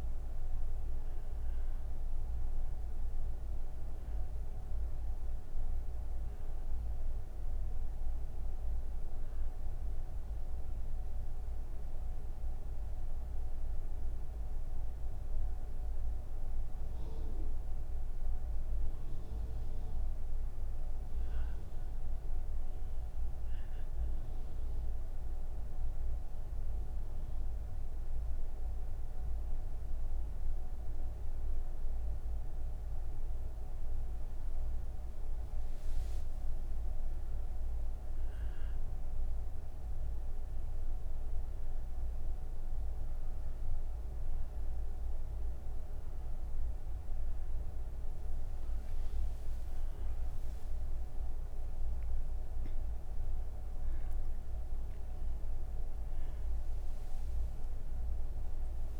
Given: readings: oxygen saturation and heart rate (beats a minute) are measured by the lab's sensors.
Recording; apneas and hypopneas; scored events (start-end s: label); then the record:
breathing in sleep, hard to hear, by a room microphone; none
0.00-13.50 s: oxygen desaturation (device-marked, oxygen 91% lowest)
55.50-59.00 s: oxygen desaturation (device-marked, oxygen 97% before, 94% lowest)
From the record:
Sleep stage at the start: N2 (light sleep); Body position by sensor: on the back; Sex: female